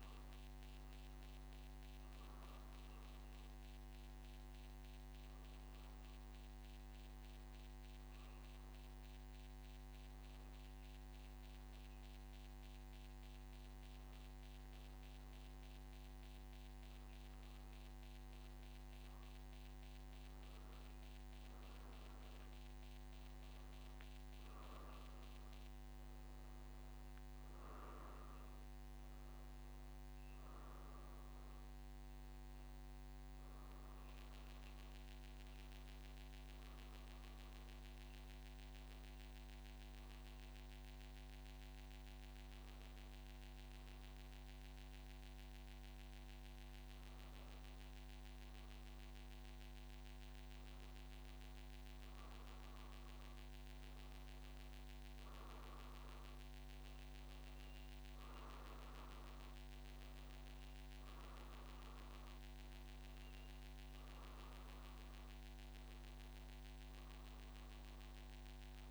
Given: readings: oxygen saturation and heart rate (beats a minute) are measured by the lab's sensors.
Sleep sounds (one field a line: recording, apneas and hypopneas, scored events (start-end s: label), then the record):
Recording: breathing in sleep, hard to hear, by a microphone on the trachea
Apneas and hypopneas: 2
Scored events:
9.00-19.50 s: obstructive apnea (oxygen 95% before, 93% lowest, heart rate 63 before, 62 extreme, up 1 after)
38.50-51.00 s: obstructive apnea (oxygen 95% before, 93% lowest, heart rate 63 before, 63 extreme, up 1 after)
From the record:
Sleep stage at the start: N3 (deep sleep)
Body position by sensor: on the back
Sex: male